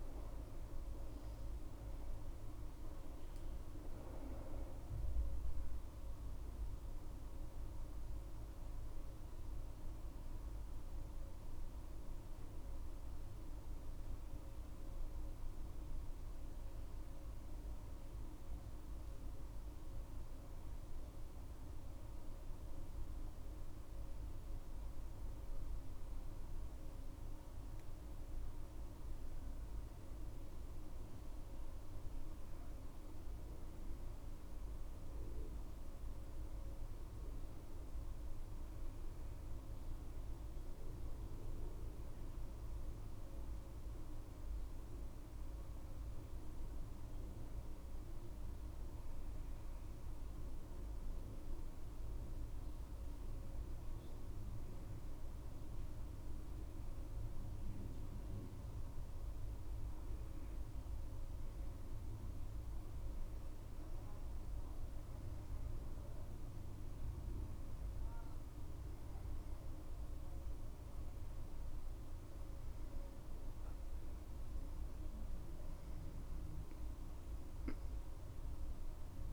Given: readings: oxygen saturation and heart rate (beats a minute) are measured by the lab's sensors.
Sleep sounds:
breathing in sleep, hard to hear, by a room microphone; none
4.00-8.50 s: arousal
From the record:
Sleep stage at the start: N2 (light sleep); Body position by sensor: on the back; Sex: female

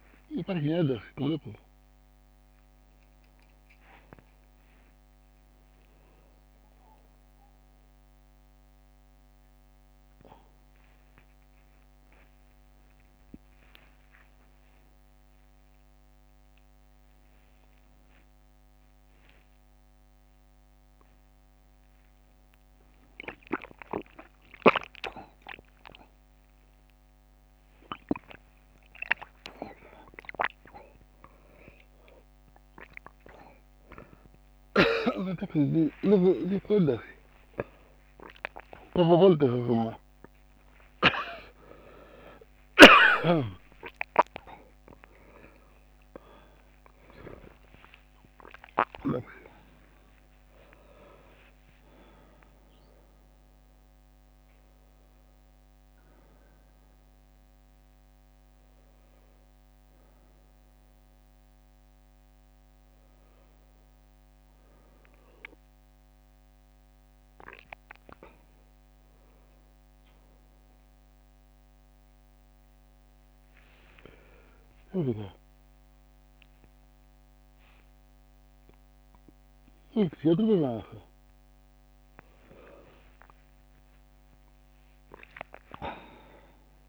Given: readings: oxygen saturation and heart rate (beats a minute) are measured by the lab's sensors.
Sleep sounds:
a person awake in a sleep study, by a microphone on the trachea; none
0.00-1.00 s: long interval between heartbeats (device-marked, heart rate 77 extreme)
35.00-47.00 s: tachycardia (device-marked, heart rate 64 before, 131 extreme)
37.00-39.00 s: long interval between heartbeats (device-marked, heart rate 76 before, 89 extreme)
38.00-47.00 s: leg movement (device-marked)
38.50-43.00 s: snoring (device-marked)
41.00-43.00 s: long interval between heartbeats (device-marked, heart rate 82 before, 121 extreme)
44.00-46.00 s: long interval between heartbeats (device-marked, heart rate 90 before, 123 extreme)
48.50-50.50 s: long interval between heartbeats (device-marked, heart rate 98 before, 107 extreme)
64.50-68.00 s: leg movement (device-marked)
From the record:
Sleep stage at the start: awake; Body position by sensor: on the right side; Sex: male

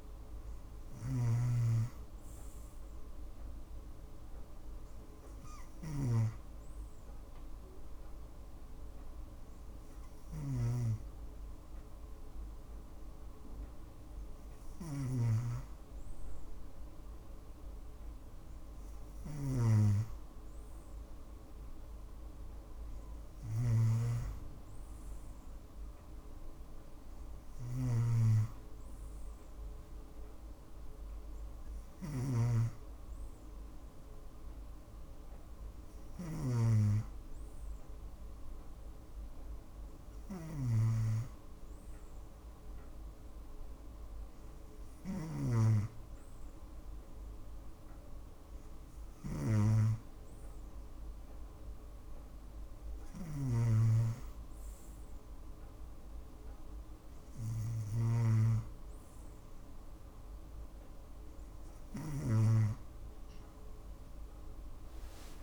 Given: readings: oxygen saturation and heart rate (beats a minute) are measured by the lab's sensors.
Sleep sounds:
breathing in sleep by a room microphone; none
64.00-65.43 s: arousal
From the record:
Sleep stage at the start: N2 (light sleep); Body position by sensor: on the right side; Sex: female

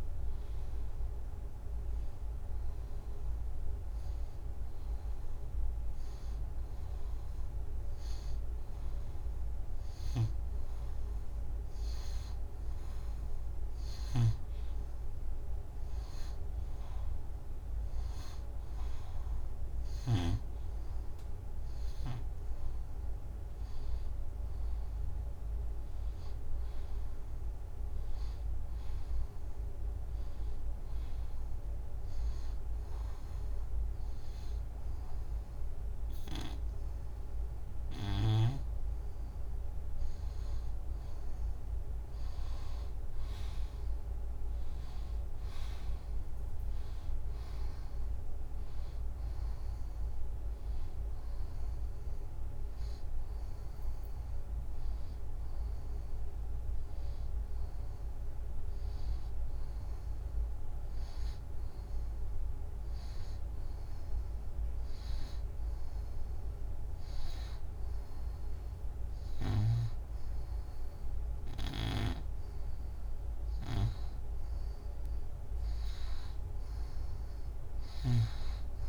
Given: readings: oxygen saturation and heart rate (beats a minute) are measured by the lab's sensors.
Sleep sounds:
breathing in sleep, hard to hear, by a room microphone; 1
13.50-20.00 s: snoring (device-marked)
30.50-41.00 s: hypopnea (oxygen 92% before, 81% lowest, heart rate 89 before, 85 extreme, up 8 after)
42.00-46.50 s: arousal
47.50-56.50 s: oxygen desaturation (device-marked, oxygen 91% before, 86% lowest, heart rate 90 before, 82 extreme)
63.50-69.50 s: oxygen desaturation (device-marked, oxygen 92% before, 89% lowest, heart rate 93 before, 81 extreme)
71.50-78.00 s: snoring (device-marked)
71.50-78.89 s: new sleep stage, N2 (light sleep)
73.50-77.00 s: arousal
77.50-78.89 s: oxygen desaturation (device-marked, oxygen 90% before, 86% lowest, heart rate 91 before, 81 extreme)
From the record:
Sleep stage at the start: N1 (lightest sleep); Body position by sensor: on the back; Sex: female

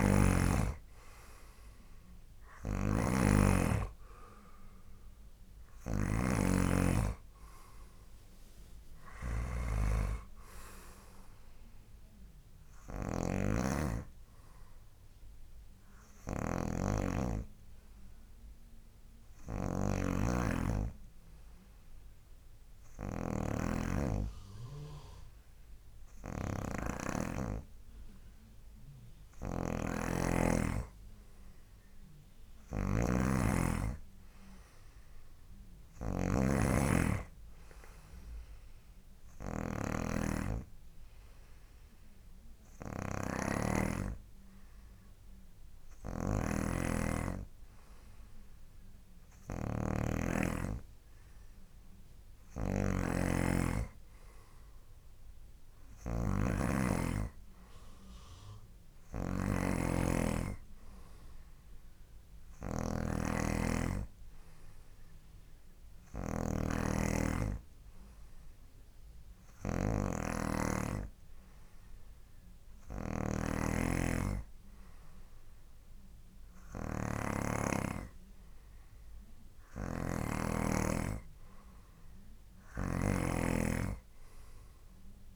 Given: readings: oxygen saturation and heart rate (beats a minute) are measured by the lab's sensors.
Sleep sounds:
breathing in sleep by a room microphone; none
0.00-27.50 s: snoring (device-marked)
29.50-78.00 s: snoring (device-marked)
80.00-85.35 s: snoring (device-marked)
From the record:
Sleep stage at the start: N2 (light sleep); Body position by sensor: on the right side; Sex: male

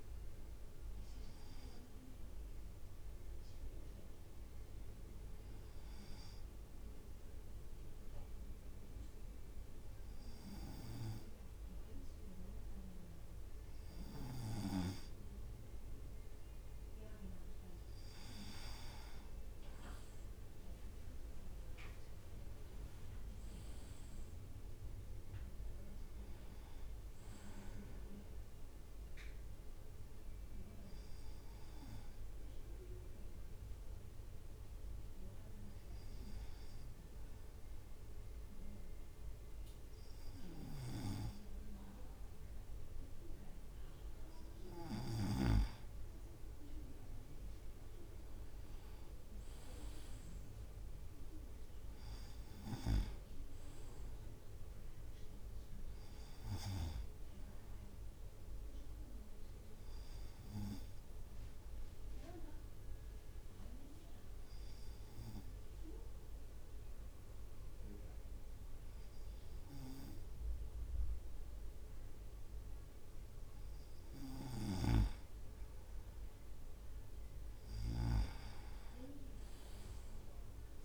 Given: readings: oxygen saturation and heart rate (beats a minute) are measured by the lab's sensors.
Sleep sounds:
breathing in sleep by a room microphone; 3
1.50-14.00 s: hypopnea (oxygen 98% before, 96% lowest, heart rate 56 before, 55 extreme, up 3 after)
17.50-21.50 s: arousal
20.50-23.50 s: leg movement (device-marked)
32.00-44.50 s: hypopnea (oxygen 98% before, 96% lowest, heart rate 58 before, 54 extreme, up 3 after)
41.00-46.00 s: snoring (device-marked)
47.00-51.00 s: leg movement (device-marked)
47.00-58.00 s: drop in pulse transit time (device-marked, heart rate 57 before, 54 extreme)
48.00-51.50 s: arousal
62.50-73.50 s: obstructive apnea (oxygen 98% before, 96% lowest, heart rate 56 before, 54 extreme, up 4 after)
74.50-78.50 s: snoring (device-marked)
76.00-79.00 s: arousal
From the record:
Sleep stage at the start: N2 (light sleep); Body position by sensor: on the right side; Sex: male

